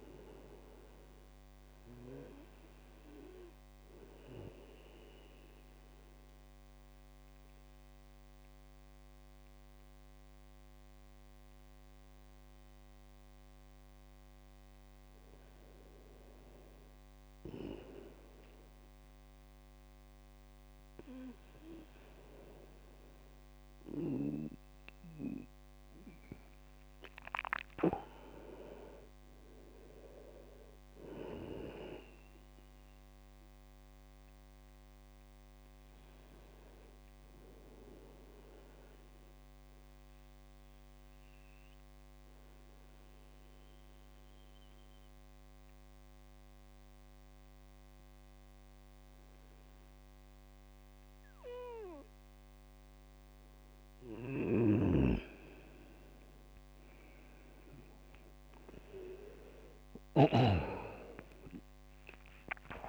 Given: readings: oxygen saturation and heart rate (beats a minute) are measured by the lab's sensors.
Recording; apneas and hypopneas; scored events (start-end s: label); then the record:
breathing in sleep by a microphone on the trachea; 2
4.00-15.50 s: central apnea (oxygen 99% before, 96% lowest, heart rate 61 before, 55 extreme, up 2 after)
4.50-62.89 s: new sleep stage, N2 (light sleep)
22.50-27.00 s: arousal
39.50-53.50 s: obstructive apnea (oxygen 99% before, 96% lowest, heart rate 61 before, 59 extreme, up 8 after)
54.50-60.50 s: snoring (device-marked)
57.00-61.00 s: arousal
From the record:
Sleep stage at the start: N1 (lightest sleep); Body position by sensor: on the right side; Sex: male